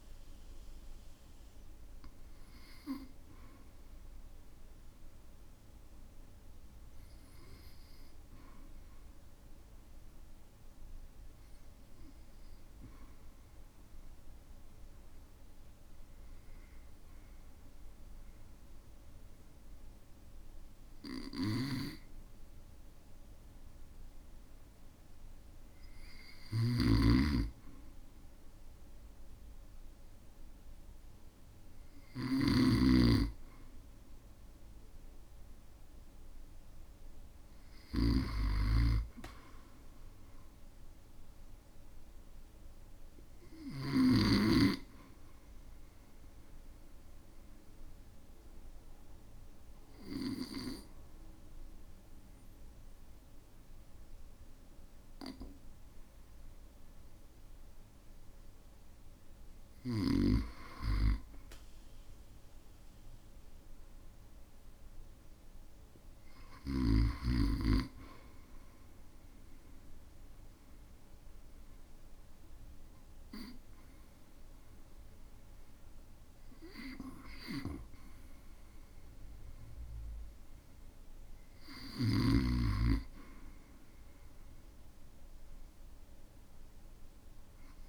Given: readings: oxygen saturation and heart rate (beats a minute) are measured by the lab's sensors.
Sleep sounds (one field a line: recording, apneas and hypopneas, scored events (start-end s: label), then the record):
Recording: breathing in sleep by a room microphone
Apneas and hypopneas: 3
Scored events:
0.00-7.00 s: oxygen desaturation (device-marked, oxygen 87% lowest, heart rate 55 extreme)
14.00-27.00 s: mixed apnea (oxygen 99% before, 89% lowest, heart rate 59 before, 55 extreme, up 6 after)
21.50-44.00 s: snoring (device-marked)
30.50-34.00 s: arousal
37.00-67.00 s: oxygen desaturation (device-marked, oxygen 97% before, 92% lowest, heart rate 59 before, 57 extreme)
47.00-58.50 s: mixed apnea (oxygen 98% before, 88% lowest, heart rate 60 before, 57 extreme, up 4 after)
61.00-63.50 s: arousal
69.50-81.00 s: hypopnea (oxygen 95% before, 88% lowest, heart rate 59 before, 60 extreme, up 2 after)
77.50-87.89 s: snoring (device-marked)
80.00-87.89 s: oxygen desaturation (device-marked, oxygen 94% before, 88% lowest, heart rate 61 before, 61 extreme)
82.50-86.00 s: arousal
84.00-87.89 s: new sleep stage, REM sleep
From the record:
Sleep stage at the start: N2 (light sleep)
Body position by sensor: on the back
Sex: male